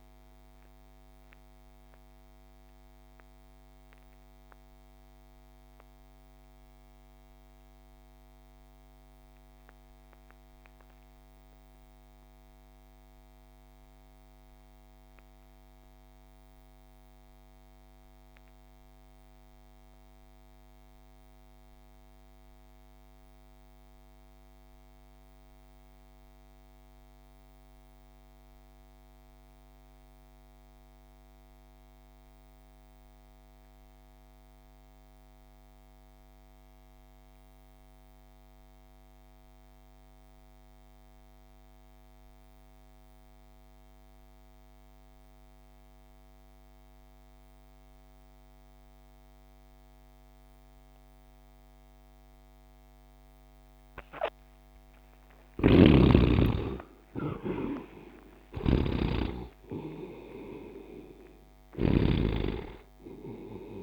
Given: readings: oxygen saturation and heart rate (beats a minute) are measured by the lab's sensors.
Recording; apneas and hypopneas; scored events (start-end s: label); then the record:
breathing in sleep by a microphone on the trachea; 1
0.00-14.50 s: oxygen desaturation (device-marked, oxygen 53% lowest)
0.50-55.00 s: mixed apnea (oxygen 82% before, 46% lowest)
19.50-63.83 s: oxygen desaturation (device-marked, oxygen 98% before, 46% lowest)
55.50-62.50 s: snoring (device-marked)
56.50-60.00 s: arousal
From the record:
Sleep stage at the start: REM sleep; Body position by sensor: on the right side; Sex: male